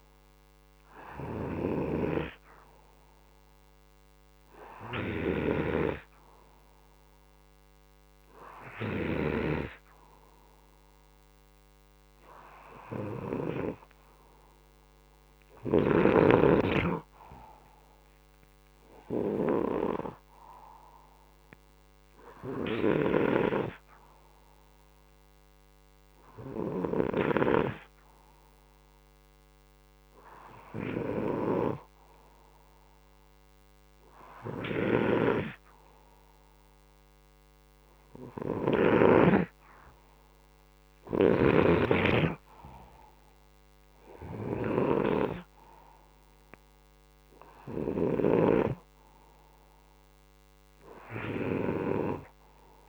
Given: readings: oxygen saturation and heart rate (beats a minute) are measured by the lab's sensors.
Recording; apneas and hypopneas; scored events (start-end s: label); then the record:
breathing in sleep by a microphone on the trachea; none
1.00-5.50 s: snoring (device-marked)
22.50-27.50 s: snoring (device-marked)
34.50-48.00 s: snoring (device-marked)
From the record:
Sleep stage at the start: N2 (light sleep); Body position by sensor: upright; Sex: male